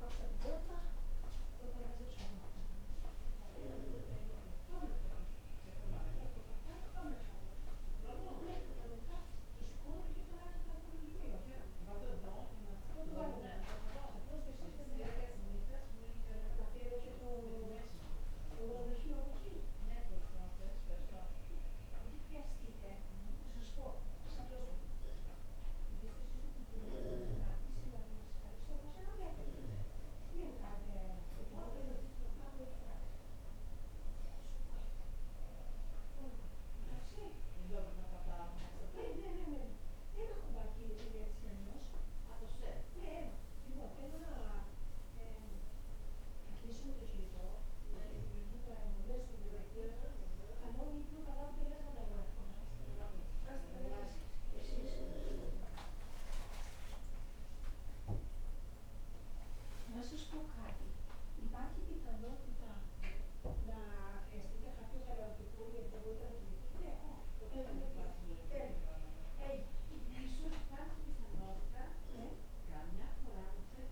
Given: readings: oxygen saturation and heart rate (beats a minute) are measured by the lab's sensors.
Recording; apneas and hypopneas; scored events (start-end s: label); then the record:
breathing in sleep by a room microphone; none
72.50-73.91 s: new sleep stage, awake
From the record:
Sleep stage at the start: N1 (lightest sleep); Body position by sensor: on the right side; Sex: female